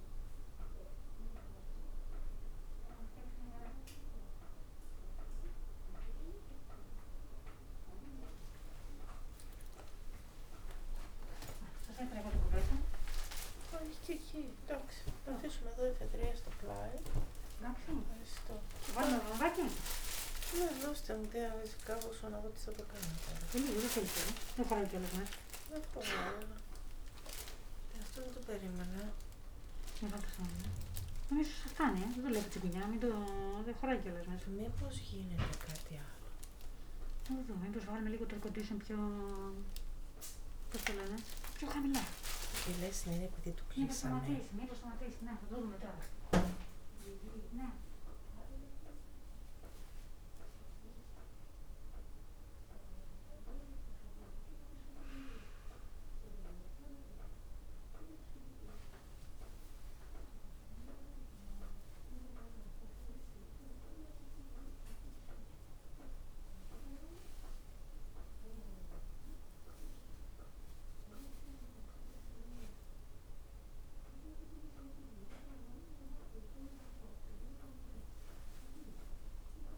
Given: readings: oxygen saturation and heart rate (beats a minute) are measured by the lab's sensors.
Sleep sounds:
a person awake in a sleep study, by a room microphone; none
none scored
From the record:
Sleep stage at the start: awake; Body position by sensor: on the back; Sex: female

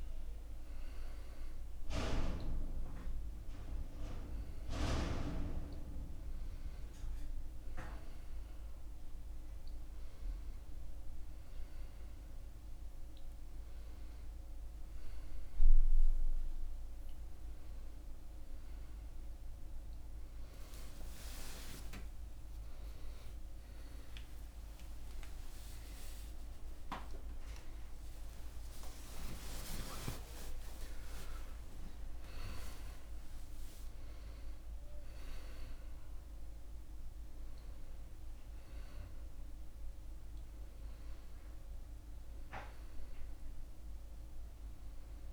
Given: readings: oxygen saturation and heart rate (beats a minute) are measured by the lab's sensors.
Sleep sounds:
a person awake in a sleep study, by a room microphone; none
0.00-2.50 s: oxygen desaturation (device-marked, oxygen 90% lowest)
From the record:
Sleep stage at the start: awake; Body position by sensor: on the back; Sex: male

